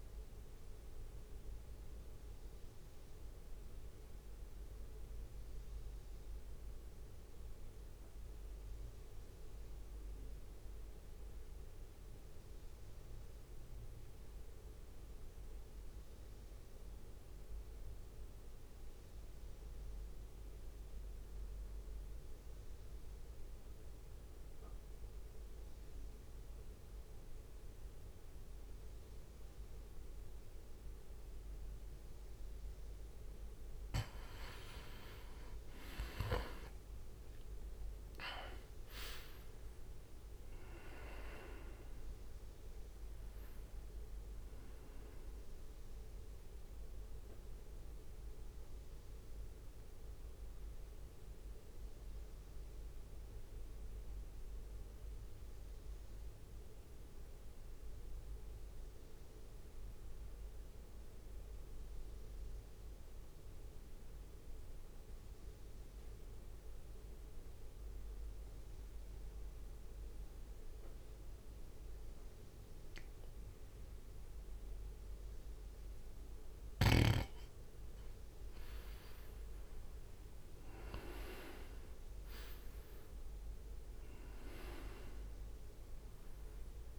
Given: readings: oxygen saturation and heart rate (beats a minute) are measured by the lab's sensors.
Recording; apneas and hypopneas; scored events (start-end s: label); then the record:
breathing in sleep by a room microphone; 2
0.00-10.50 s: oxygen desaturation (device-marked, oxygen 89% lowest, heart rate 56 extreme)
1.50-32.00 s: mixed apnea (oxygen 97% before, 86% lowest, heart rate 59 before, 57 extreme, up 4 after)
28.50-63.50 s: oxygen desaturation (device-marked, oxygen 97% before, 86% lowest, heart rate 61 before, 57 extreme)
36.00-40.50 s: arousal
40.50-54.50 s: drop in pulse transit time (device-marked, heart rate 62 before, 57 extreme)
46.00-77.00 s: mixed apnea (oxygen 98% before, 86% lowest, heart rate 62 before, 55 extreme, up 1 after)
77.50-86.99 s: oxygen desaturation (device-marked, oxygen 98% before, 88% lowest, heart rate 62 before, 55 extreme)
80.00-85.50 s: arousal
82.50-86.99 s: drop in pulse transit time (device-marked, heart rate 63 before, 58 extreme)
From the record:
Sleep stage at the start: N2 (light sleep); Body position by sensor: on the right side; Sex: male